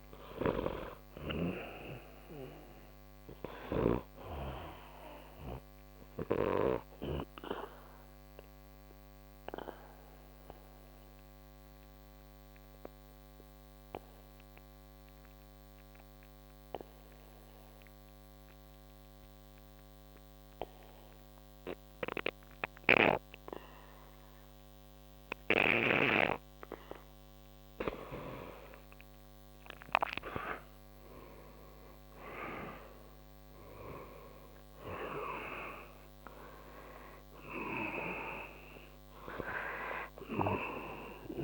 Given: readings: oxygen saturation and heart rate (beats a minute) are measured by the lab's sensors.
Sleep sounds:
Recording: breathing in sleep by a microphone on the trachea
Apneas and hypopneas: 1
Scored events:
0.00-19.50 s: oxygen desaturation (device-marked, oxygen 89% lowest, heart rate 60 extreme)
6.00-28.00 s: obstructive apnea (oxygen 98% before, 89% lowest, heart rate 65 before, 60 extreme, up 3 after)
29.00-33.50 s: arousal
31.50-41.43 s: oxygen desaturation (device-marked, oxygen 98% before, 89% lowest, heart rate 61 before, 60 extreme)
From the record:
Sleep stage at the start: N2 (light sleep)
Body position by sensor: on the back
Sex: male

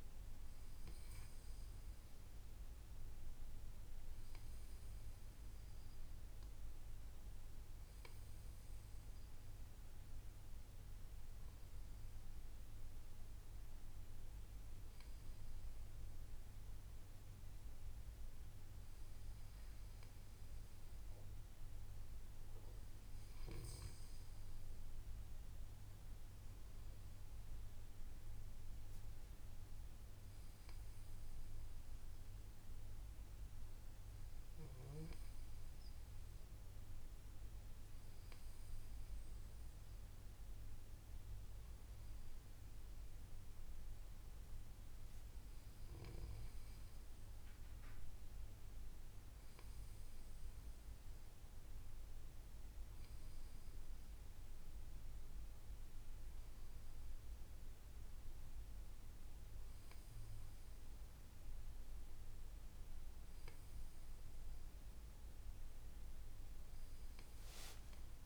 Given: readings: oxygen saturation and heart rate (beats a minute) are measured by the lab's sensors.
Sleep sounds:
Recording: breathing in sleep, hard to hear, by a room microphone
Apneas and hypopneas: none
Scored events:
63.00-67.50 s: arousal
From the record:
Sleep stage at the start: N2 (light sleep)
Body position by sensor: on the back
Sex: male

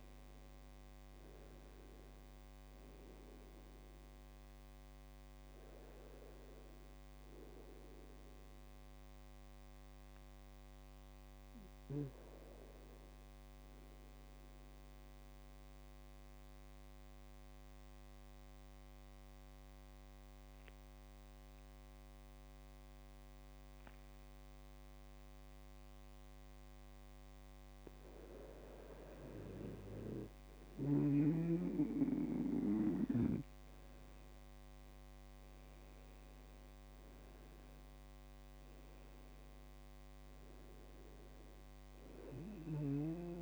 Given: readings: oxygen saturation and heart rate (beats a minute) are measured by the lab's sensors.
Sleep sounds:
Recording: breathing in sleep by a microphone on the trachea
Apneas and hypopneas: 1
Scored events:
13.00-28.00 s: central apnea (oxygen 98% before, 95% lowest, heart rate 64 before, 58 extreme, up 1 after)
31.50-34.50 s: arousal
35.00-43.42 s: oxygen desaturation (device-marked, oxygen 99% before, 95% lowest, heart rate 61 before, 58 extreme)
From the record:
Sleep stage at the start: N2 (light sleep)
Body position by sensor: on the right side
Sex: male

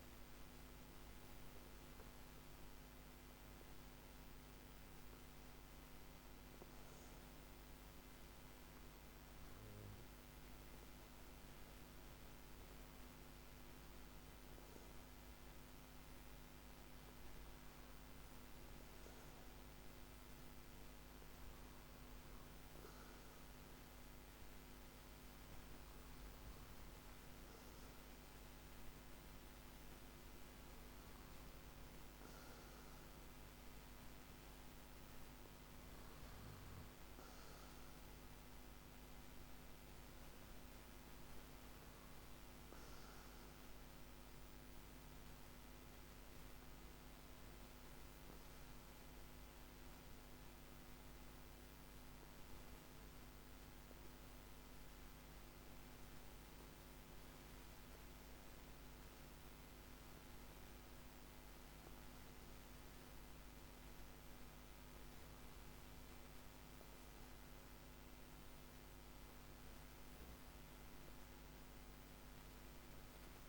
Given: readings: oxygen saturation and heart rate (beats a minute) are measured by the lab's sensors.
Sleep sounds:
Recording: a person awake in a sleep study, hard to hear, by a microphone on the trachea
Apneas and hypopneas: none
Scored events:
23.00-73.49 s: new sleep stage, awake
From the record:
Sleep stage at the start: N2 (light sleep)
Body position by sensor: on the back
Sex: male

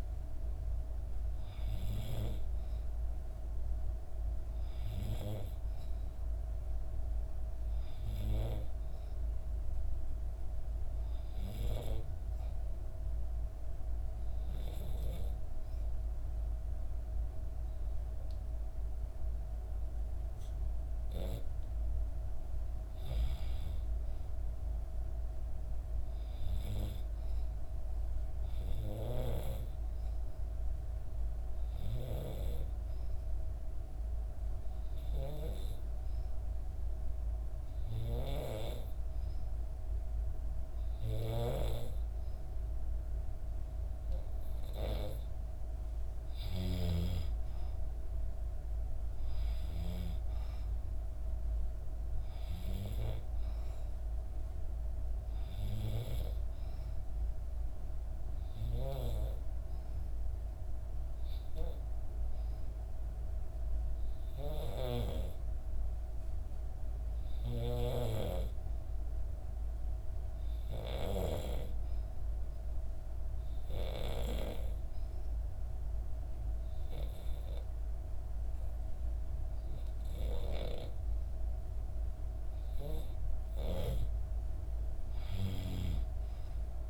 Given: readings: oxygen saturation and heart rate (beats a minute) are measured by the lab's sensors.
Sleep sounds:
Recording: breathing in sleep by a room microphone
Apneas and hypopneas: 3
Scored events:
10.00-21.50 s: hypopnea (oxygen 95% before, 93% lowest, heart rate 65 before, 63 extreme, up 4 after)
23.00-27.00 s: arousal
31.00-44.50 s: hypopnea (oxygen 96% before, 91% lowest, heart rate 64 before, 63 extreme, up 1 after)
46.50-51.00 s: arousal
58.00-82.00 s: hypopnea (oxygen 96% before, 91% lowest, heart rate 64 before, 64 extreme, up 3 after)
84.50-86.90 s: arousal
From the record:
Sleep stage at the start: N2 (light sleep)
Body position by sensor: on the back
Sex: female

